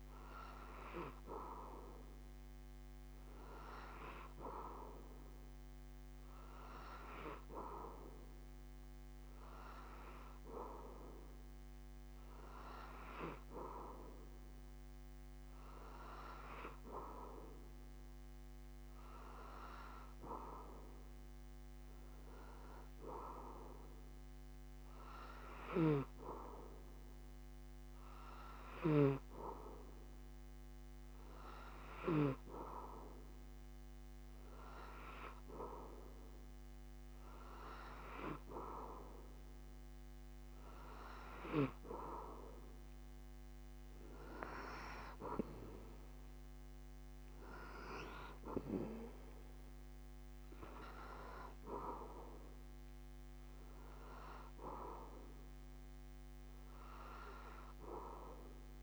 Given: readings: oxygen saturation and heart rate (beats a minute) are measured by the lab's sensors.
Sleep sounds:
breathing in sleep by a microphone on the trachea; none
none scored
From the record:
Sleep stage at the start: N3 (deep sleep); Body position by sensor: on the back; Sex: male

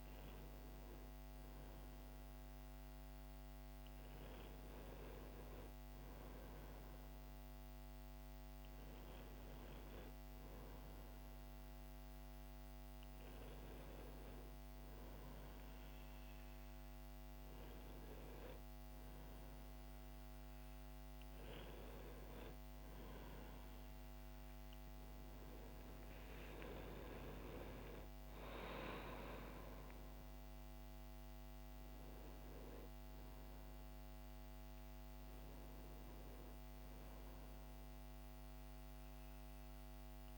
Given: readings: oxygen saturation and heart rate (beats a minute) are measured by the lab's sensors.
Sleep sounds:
a person partly awake in a sleep study, hard to hear, by a microphone on the trachea; none
0.00-7.50 s: oxygen desaturation (device-marked, oxygen 92% lowest, heart rate 66 extreme)
25.50-40.38 s: new sleep stage, awake
From the record:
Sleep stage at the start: N2 (light sleep); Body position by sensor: on the right side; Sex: male

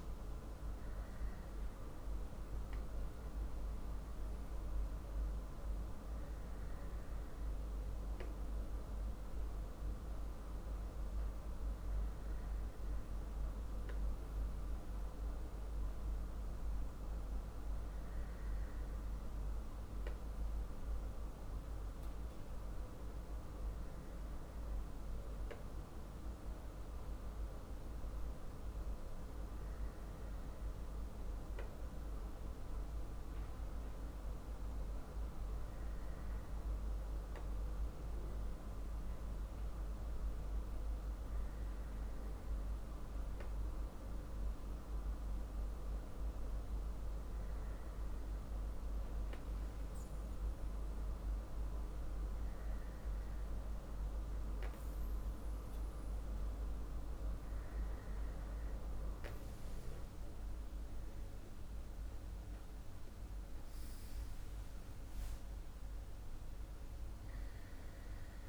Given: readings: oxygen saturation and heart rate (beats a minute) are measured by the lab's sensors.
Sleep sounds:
breathing in sleep, hard to hear, by a room microphone; none
62.00-65.50 s: arousal
From the record:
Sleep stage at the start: N2 (light sleep); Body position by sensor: on the back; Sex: male

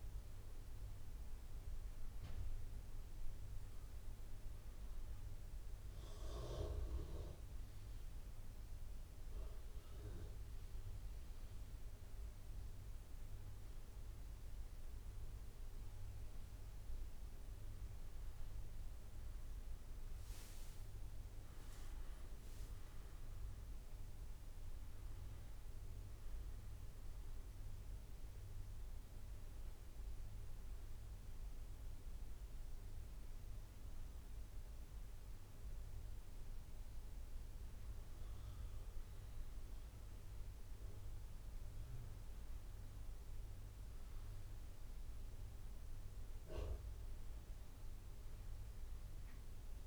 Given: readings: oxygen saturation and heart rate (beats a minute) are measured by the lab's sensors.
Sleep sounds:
a person partly awake in a sleep study, hard to hear, by a room microphone; none
17.00-47.00 s: new sleep stage, N1 (lightest sleep)
23.00-35.00 s: drop in pulse transit time (device-marked, heart rate 60 before, 61 extreme)
47.00-49.87 s: new sleep stage, N2 (light sleep)
From the record:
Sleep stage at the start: awake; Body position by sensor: on the back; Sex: male

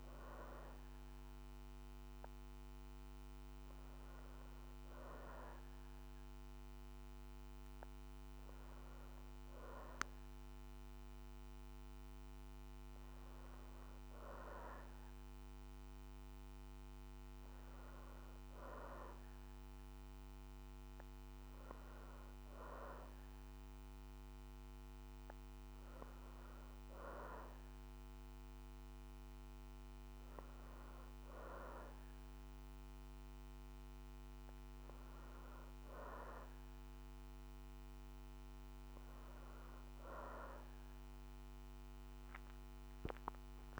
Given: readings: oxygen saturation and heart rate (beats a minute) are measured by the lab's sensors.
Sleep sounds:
breathing in sleep by a microphone on the trachea; none
none scored
From the record:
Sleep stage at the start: N2 (light sleep); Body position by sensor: on the back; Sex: female

